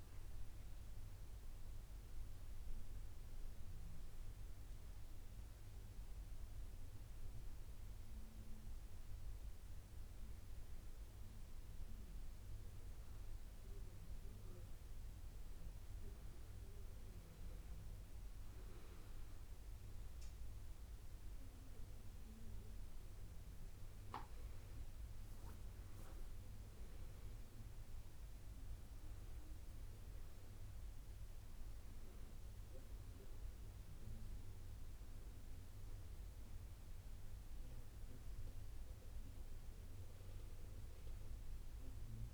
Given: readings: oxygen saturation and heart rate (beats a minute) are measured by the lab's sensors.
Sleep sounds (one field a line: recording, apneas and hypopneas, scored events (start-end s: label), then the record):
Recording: breathing in sleep, hard to hear, by a room microphone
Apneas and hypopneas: 1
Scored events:
1.50-14.50 s: hypopnea (oxygen 96% before, 89% lowest)
15.50-18.50 s: arousal
16.50-42.34 s: oxygen desaturation (device-marked, oxygen 96% before, 89% lowest)
From the record:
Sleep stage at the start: N2 (light sleep)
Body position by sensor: on the back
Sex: female